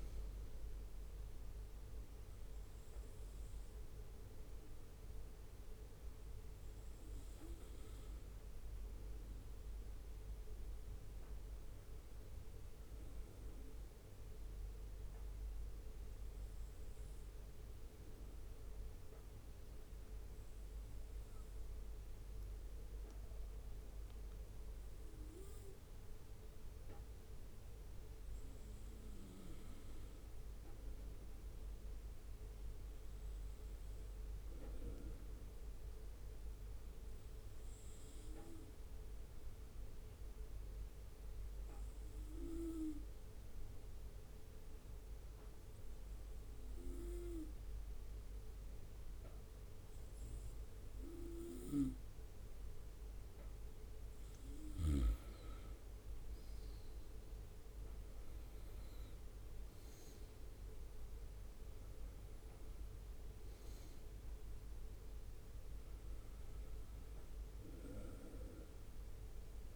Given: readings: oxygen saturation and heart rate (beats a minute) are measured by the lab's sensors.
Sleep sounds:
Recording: breathing in sleep by a room microphone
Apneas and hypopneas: 2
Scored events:
13.50-27.50 s: obstructive apnea (oxygen 98% before, 95% lowest, heart rate 63 before, 61 extreme, up 3 after)
30.00-34.00 s: arousal
38.50-53.00 s: obstructive apnea (oxygen 97% before, 95% lowest, heart rate 64 before, 60 extreme, up 5 after)
57.50-62.00 s: arousal
From the record:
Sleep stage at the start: N2 (light sleep)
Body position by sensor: on the right side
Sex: male

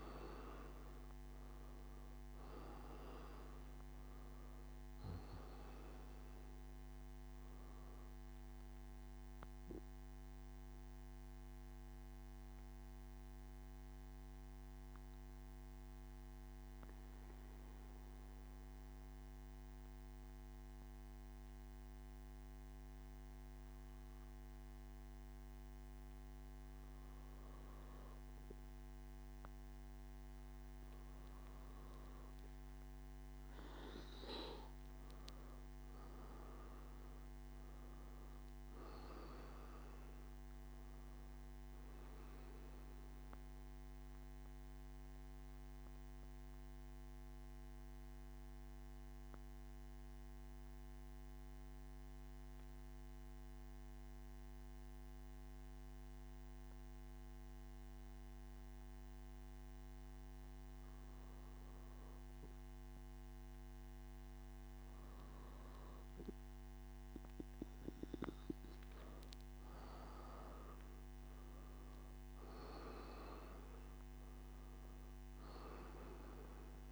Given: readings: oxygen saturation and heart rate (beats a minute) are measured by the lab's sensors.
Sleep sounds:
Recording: breathing in sleep, hard to hear, by a microphone on the trachea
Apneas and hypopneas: none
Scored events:
0.00-14.00 s: oxygen desaturation (device-marked, oxygen 93% lowest, heart rate 59 extreme)
14.00-76.92 s: new sleep stage, N2 (light sleep)
33.00-54.00 s: oxygen desaturation (device-marked, oxygen 97% before, 94% lowest, heart rate 118 before, 60 extreme)
From the record:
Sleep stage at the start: N1 (lightest sleep)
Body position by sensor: on the back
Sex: male

